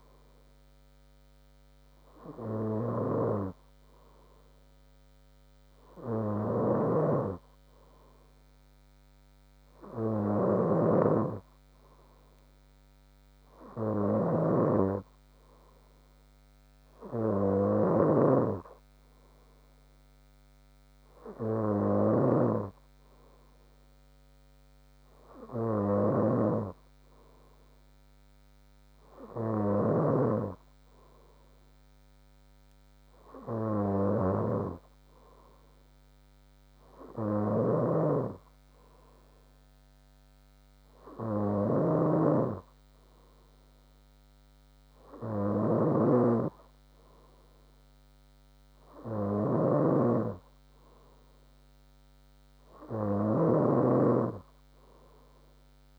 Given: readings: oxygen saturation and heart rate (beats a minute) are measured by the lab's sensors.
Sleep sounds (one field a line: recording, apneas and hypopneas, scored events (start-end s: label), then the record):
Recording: breathing in sleep by a microphone on the trachea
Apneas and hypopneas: none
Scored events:
3.00-18.50 s: snoring (device-marked)
38.00-55.99 s: snoring (device-marked)
43.50-55.99 s: new sleep stage, N3 (deep sleep)
From the record:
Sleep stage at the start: N2 (light sleep)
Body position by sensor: on the front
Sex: female